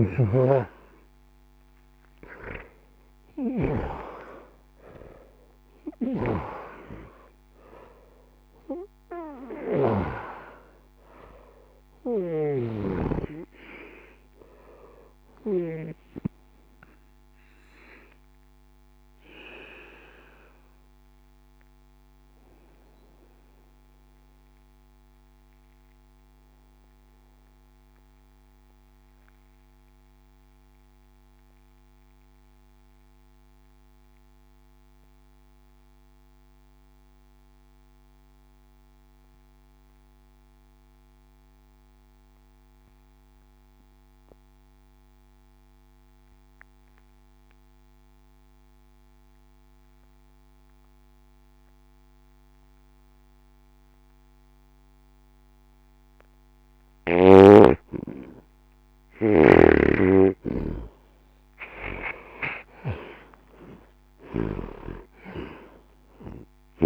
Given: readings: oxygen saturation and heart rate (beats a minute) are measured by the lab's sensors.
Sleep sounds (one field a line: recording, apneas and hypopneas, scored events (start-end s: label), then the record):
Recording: breathing in sleep by a microphone on the trachea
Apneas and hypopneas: 1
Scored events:
0.00-3.50 s: snoring (device-marked)
0.00-38.00 s: oxygen desaturation (device-marked, oxygen 85% lowest, heart rate 52 extreme)
8.00-11.00 s: bradycardia (device-marked, heart rate 73 before, 80 extreme)
12.00-15.50 s: snoring (device-marked)
16.00-66.86 s: new sleep stage, N2 (light sleep)
20.00-54.50 s: obstructive apnea (oxygen 97% before, 78% lowest, heart rate 85 before, 60 extreme, up 1 after)
54.00-66.86 s: oxygen desaturation (device-marked, oxygen 99% before, 78% lowest, heart rate 61 before, 60 extreme)
58.50-62.50 s: arousal
From the record:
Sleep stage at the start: N1 (lightest sleep)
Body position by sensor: on the back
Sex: male